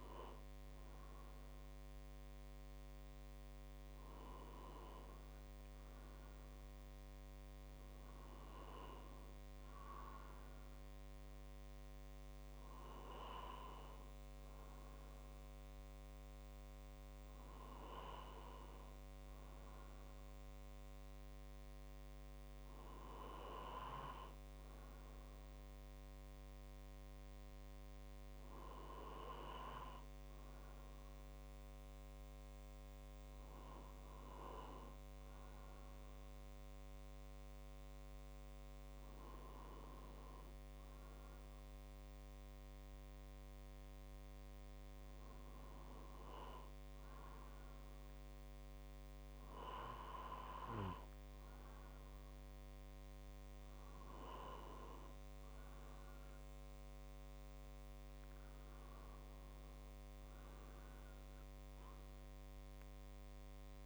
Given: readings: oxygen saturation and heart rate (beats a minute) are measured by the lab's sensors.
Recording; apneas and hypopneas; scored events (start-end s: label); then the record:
breathing in sleep by a microphone on the trachea; none
51.50-63.50 s: drop in pulse transit time (device-marked, heart rate 51 before, 51 extreme)
From the record:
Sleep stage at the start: N2 (light sleep); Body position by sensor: on the right side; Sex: male